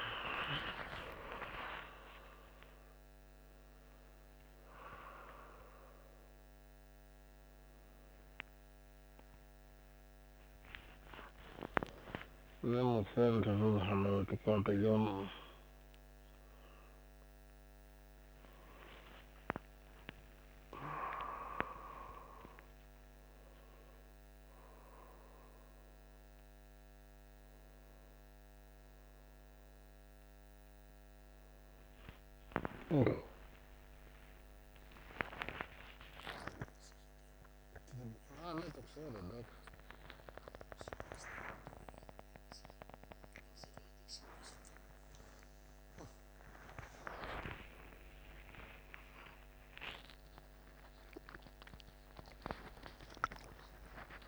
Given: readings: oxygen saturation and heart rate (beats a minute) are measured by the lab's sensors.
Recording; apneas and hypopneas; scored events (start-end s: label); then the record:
a person awake in a sleep study, by a microphone on the trachea; none
none scored
From the record:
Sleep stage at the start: awake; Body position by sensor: on the back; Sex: male